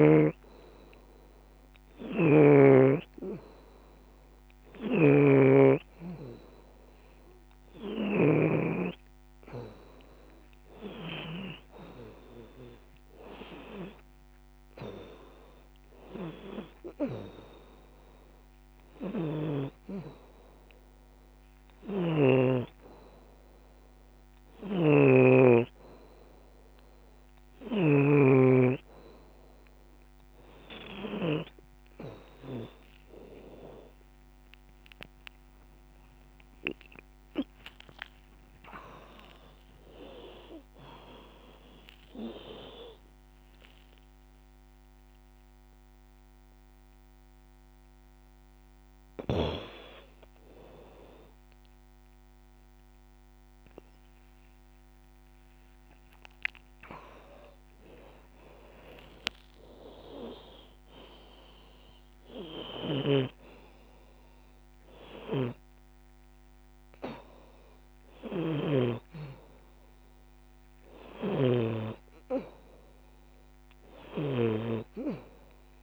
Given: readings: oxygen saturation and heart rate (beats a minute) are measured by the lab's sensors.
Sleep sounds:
breathing in sleep by a microphone on the trachea; none
0.00-2.00 s: bradycardia (device-marked)
0.00-12.00 s: drop in pulse transit time (device-marked)
3.50-5.50 s: long interval between heartbeats (device-marked, heart rate 49 before, 52 extreme)
6.00-8.00 s: long interval between heartbeats (device-marked, heart rate 48 before, 98 extreme)
8.00-10.00 s: long interval between heartbeats (device-marked, heart rate 51 before, 151 extreme)
10.00-12.00 s: long interval between heartbeats (device-marked, heart rate 59 before, 124 extreme)
18.00-34.00 s: bradycardia (device-marked)
24.00-26.00 s: long interval between heartbeats (device-marked)
32.00-34.00 s: long interval between heartbeats (device-marked, heart rate 68 before, 37 extreme)
33.00-34.00 s: drop in pulse transit time (device-marked, heart rate 64 before, 58 extreme)
35.00-37.00 s: long interval between heartbeats (device-marked, heart rate 57 before, 58 extreme)
35.00-38.50 s: arousal
36.00-37.00 s: drop in pulse transit time (device-marked, heart rate 54 before, 58 extreme)
36.00-41.00 s: bradycardia (device-marked, heart rate 82 before, 37 extreme)
43.00-51.00 s: drop in pulse transit time (device-marked, heart rate 39 before, 59 extreme)
45.50-47.50 s: long interval between heartbeats (device-marked, heart rate 44 before, 73 extreme)
48.00-53.00 s: bradycardia (device-marked, heart rate 81 before, 46 extreme)
From the record:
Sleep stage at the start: N2 (light sleep); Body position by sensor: upright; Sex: female

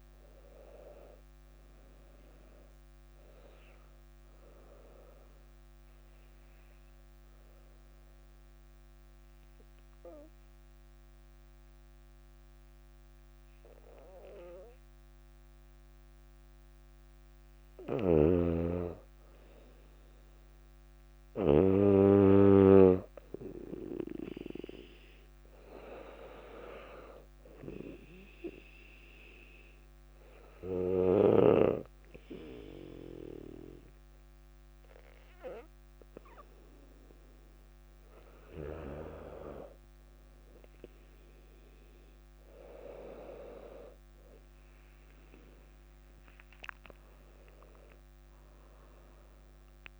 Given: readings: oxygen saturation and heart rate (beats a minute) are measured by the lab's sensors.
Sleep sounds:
breathing in sleep by a microphone on the trachea; 2
6.50-18.00 s: mixed apnea (oxygen 99% before, 95% lowest, heart rate 62 before, 59 extreme, up 2 after)
18.00-21.50 s: snoring (device-marked)
20.50-24.50 s: arousal
24.50-43.50 s: oxygen desaturation (device-marked, oxygen 99% before, 95% lowest, heart rate 59 before, 57 extreme)
27.50-38.00 s: obstructive apnea (oxygen 100% before, 93% lowest, heart rate 60 before, 60 extreme, up 0 after)
46.50-50.00 s: arousal
From the record:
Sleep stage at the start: N2 (light sleep); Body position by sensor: on the back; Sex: female

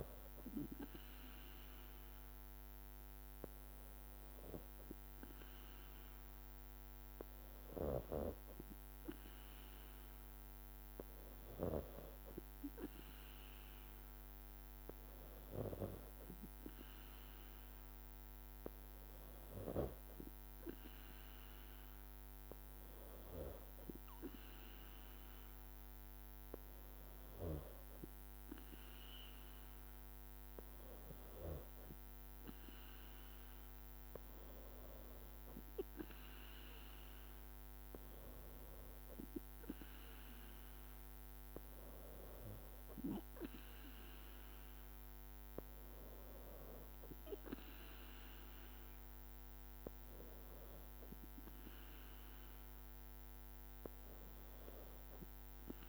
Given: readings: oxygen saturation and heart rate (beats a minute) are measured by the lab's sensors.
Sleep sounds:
breathing in sleep by a microphone on the trachea; none
none scored
From the record:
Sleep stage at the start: N3 (deep sleep); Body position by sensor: on the back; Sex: female

